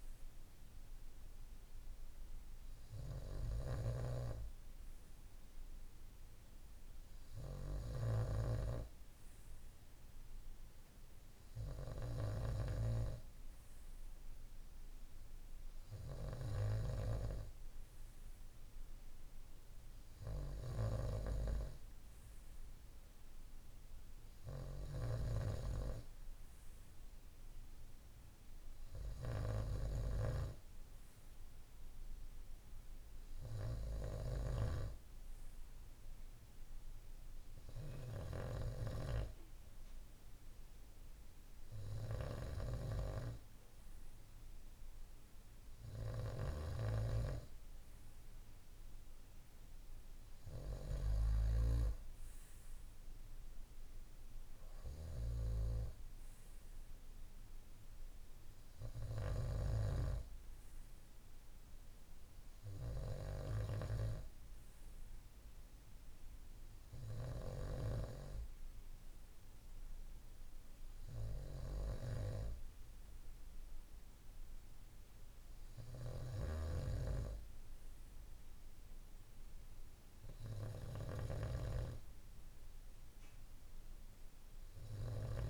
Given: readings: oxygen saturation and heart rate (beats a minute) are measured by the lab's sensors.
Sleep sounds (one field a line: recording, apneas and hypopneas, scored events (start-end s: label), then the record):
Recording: breathing in sleep by a room microphone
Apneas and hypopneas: none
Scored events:
76.00-85.50 s: snoring (device-marked)
From the record:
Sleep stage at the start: N2 (light sleep)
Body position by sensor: on the right side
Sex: male